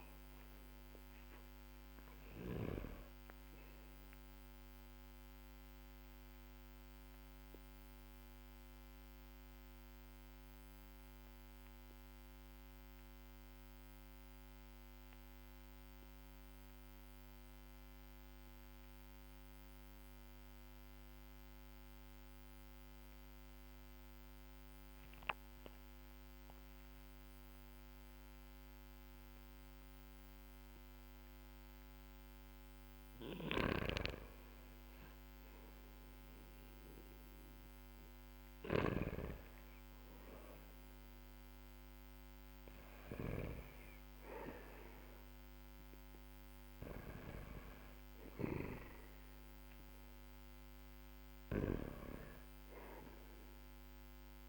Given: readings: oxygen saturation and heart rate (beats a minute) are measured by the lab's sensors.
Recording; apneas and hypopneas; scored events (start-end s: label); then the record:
breathing in sleep by a microphone on the trachea; 1
0.00-15.00 s: oxygen desaturation (device-marked, oxygen 92% lowest, heart rate 45 extreme)
3.50-36.00 s: obstructive apnea (oxygen 98% before, 92% lowest, heart rate 53 before, 45 extreme, up 7 after)
33.00-43.00 s: snoring (device-marked)
41.50-46.50 s: arousal
52.00-54.49 s: oxygen desaturation (device-marked, oxygen 97% before, 94% lowest, heart rate 53 before, 45 extreme)
From the record:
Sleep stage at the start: N2 (light sleep); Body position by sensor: on the back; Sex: male